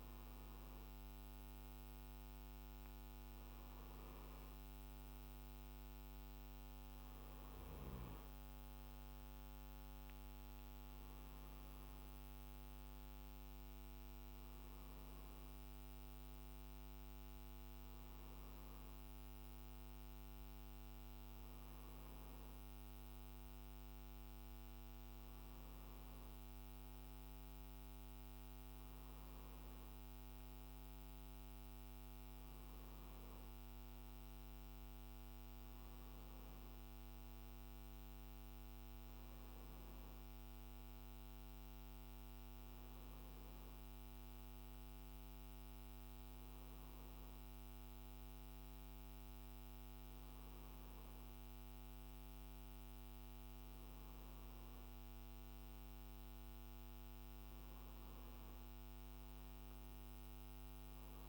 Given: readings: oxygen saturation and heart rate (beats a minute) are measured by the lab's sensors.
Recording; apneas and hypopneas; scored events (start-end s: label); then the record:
breathing in sleep, hard to hear, by a microphone on the trachea; none
none scored
From the record:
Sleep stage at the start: N2 (light sleep); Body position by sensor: on the right side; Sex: male